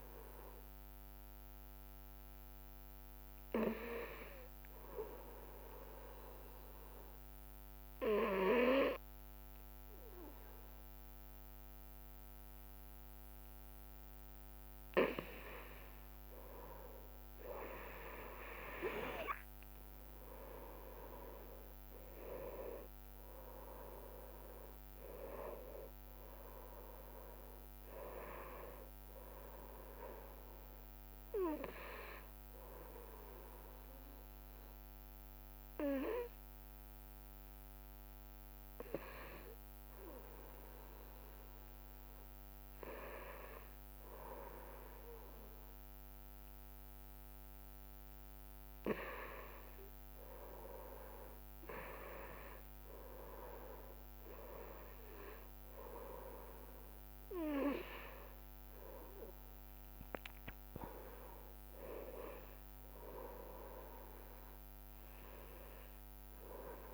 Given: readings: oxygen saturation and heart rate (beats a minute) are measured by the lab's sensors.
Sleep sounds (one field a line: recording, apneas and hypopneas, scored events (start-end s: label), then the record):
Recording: breathing in sleep by a microphone on the trachea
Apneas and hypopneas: 1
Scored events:
0.50-4.50 s: arousal
6.50-17.50 s: obstructive apnea (oxygen 96% before, 92% lowest, heart rate 65 before, 63 extreme, up 6 after)
19.00-23.50 s: arousal
21.00-36.00 s: drop in pulse transit time (device-marked, heart rate 65 before, 66 extreme)
24.00-31.00 s: oxygen desaturation (device-marked, oxygen 95% before, 92% lowest, heart rate 65 before, 64 extreme)
41.00-66.93 s: new sleep stage, N1 (lightest sleep)
53.00-55.00 s: long interval between heartbeats (device-marked, heart rate 67 before, 86 extreme)
61.50-63.50 s: long interval between heartbeats (device-marked, heart rate 74 before, 79 extreme)
From the record:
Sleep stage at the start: N2 (light sleep)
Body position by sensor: on the back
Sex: male